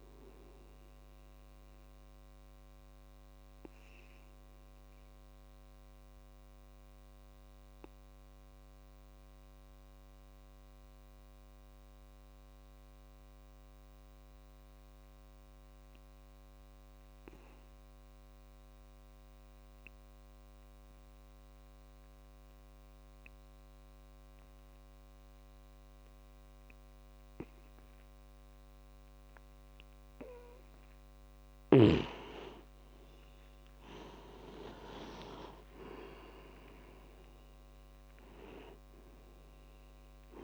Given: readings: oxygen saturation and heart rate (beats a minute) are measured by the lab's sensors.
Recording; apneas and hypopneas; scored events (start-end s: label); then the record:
breathing in sleep by a microphone on the trachea; 1
0.00-10.00 s: oxygen desaturation (device-marked, oxygen 89% lowest)
3.50-30.50 s: obstructive apnea (oxygen 97% before, 86% lowest)
24.00-40.44 s: oxygen desaturation (device-marked, oxygen 98% before, 86% lowest)
32.50-37.00 s: arousal
From the record:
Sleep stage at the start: N2 (light sleep); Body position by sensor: on the back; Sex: male